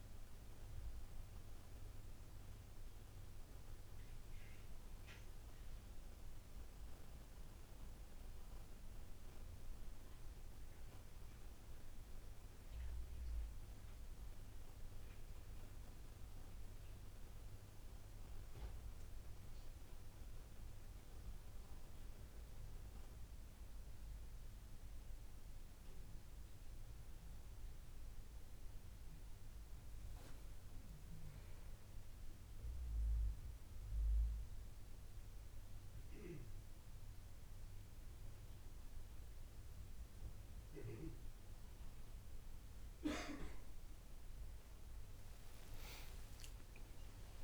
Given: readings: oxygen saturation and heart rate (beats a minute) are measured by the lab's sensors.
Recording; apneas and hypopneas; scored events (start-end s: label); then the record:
breathing in sleep, hard to hear, by a room microphone; none
46.00-47.44 s: arousal
From the record:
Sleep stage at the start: N2 (light sleep); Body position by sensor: on the back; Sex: male